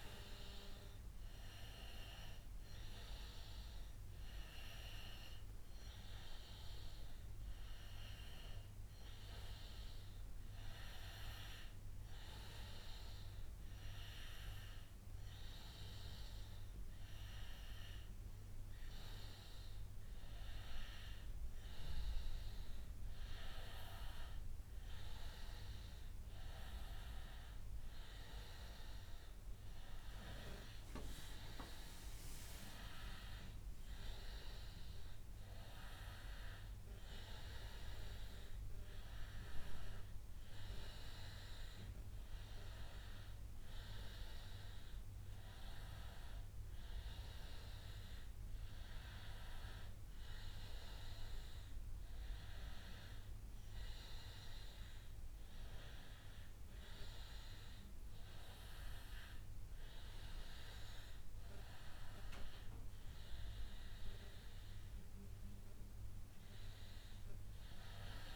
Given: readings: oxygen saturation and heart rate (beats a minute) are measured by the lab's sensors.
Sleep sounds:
a person partly awake in a sleep study, by a room microphone; none
10.50-68.36 s: new sleep stage, N1 (lightest sleep)
From the record:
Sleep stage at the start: awake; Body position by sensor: on the back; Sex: male

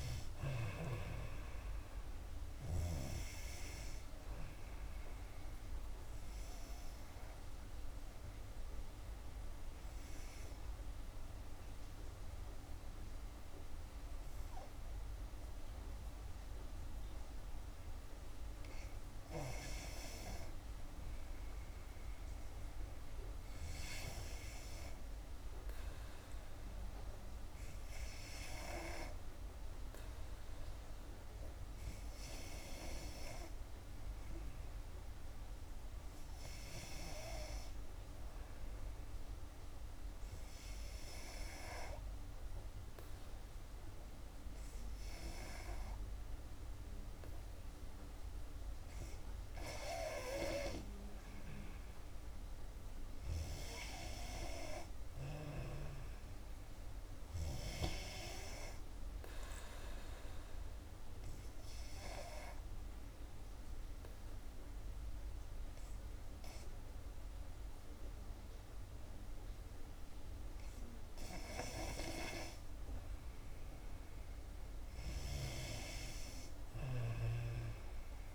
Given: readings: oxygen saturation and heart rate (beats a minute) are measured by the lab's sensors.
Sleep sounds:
breathing in sleep by a room microphone; 3
7.50-20.50 s: obstructive apnea (oxygen 92% before, 89% lowest, heart rate 65 before, 59 extreme, up 5 after)
24.50-28.00 s: arousal
38.50-50.50 s: obstructive apnea (oxygen 95% before, 89% lowest, heart rate 62 before, 61 extreme, up 2 after)
52.50-56.50 s: arousal
60.00-72.50 s: obstructive apnea (oxygen 94% before, 88% lowest, heart rate 65 before, 61 extreme, up 6 after)
74.50-78.35 s: arousal
From the record:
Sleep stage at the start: N2 (light sleep); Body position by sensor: on the back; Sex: female

